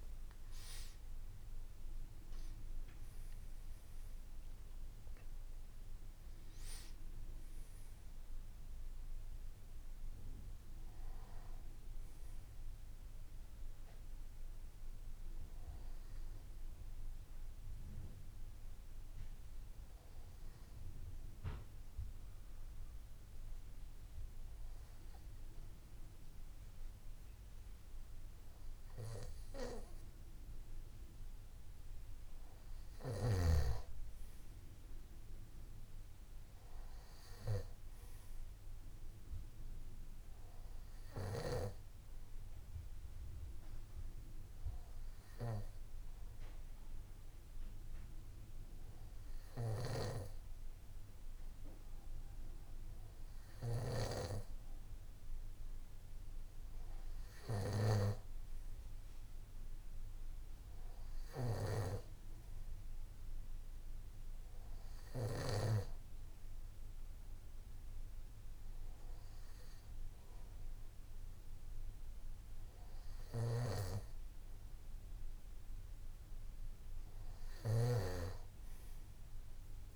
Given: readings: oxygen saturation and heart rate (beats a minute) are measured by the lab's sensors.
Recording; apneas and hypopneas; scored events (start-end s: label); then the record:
breathing in sleep by a room microphone; 1
0.00-4.50 s: arousal
0.00-26.00 s: oxygen desaturation (device-marked, oxygen 91% lowest, heart rate 57 extreme)
18.00-32.00 s: hypopnea (oxygen 96% before, 91% lowest, heart rate 69 before, 57 extreme, up 1 after)
34.00-37.00 s: arousal
40.00-54.00 s: oxygen desaturation (device-marked, oxygen 97% before, 93% lowest, heart rate 59 before, 58 extreme)
From the record:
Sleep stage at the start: N2 (light sleep); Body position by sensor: on the back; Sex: male